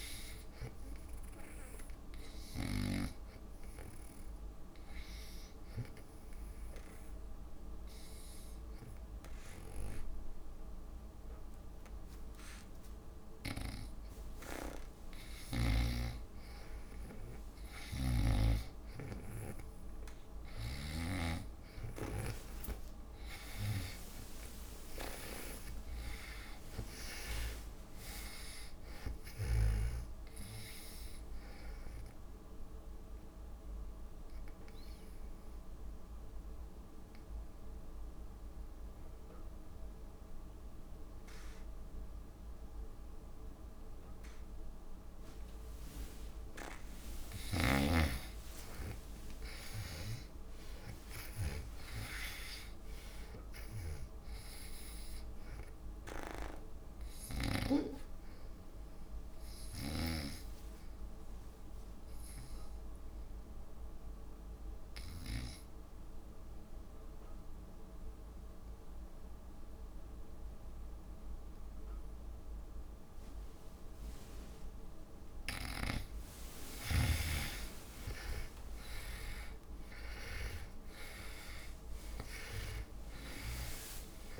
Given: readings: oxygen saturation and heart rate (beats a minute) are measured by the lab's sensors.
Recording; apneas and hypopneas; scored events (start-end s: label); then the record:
breathing in sleep by a room microphone; 3
0.00-12.00 s: oxygen desaturation (device-marked, oxygen 87% lowest)
2.50-16.00 s: hypopnea (oxygen 97% before, 87% lowest)
18.00-22.00 s: snoring (device-marked)
18.00-22.50 s: arousal
23.00-41.00 s: oxygen desaturation (device-marked, oxygen 95% before, 90% lowest)
33.00-46.50 s: obstructive apnea (oxygen 95% before, 82% lowest)
48.00-52.00 s: arousal
48.00-58.00 s: snoring (device-marked)
60.00-68.00 s: oxygen desaturation (device-marked, oxygen 97% before, 90% lowest)
61.00-76.00 s: obstructive apnea (oxygen 97% before, 82% lowest)
77.50-82.00 s: arousal
79.00-84.40 s: oxygen desaturation (device-marked, oxygen 97% before, 82% lowest)
From the record:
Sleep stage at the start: N2 (light sleep); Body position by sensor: on the back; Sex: female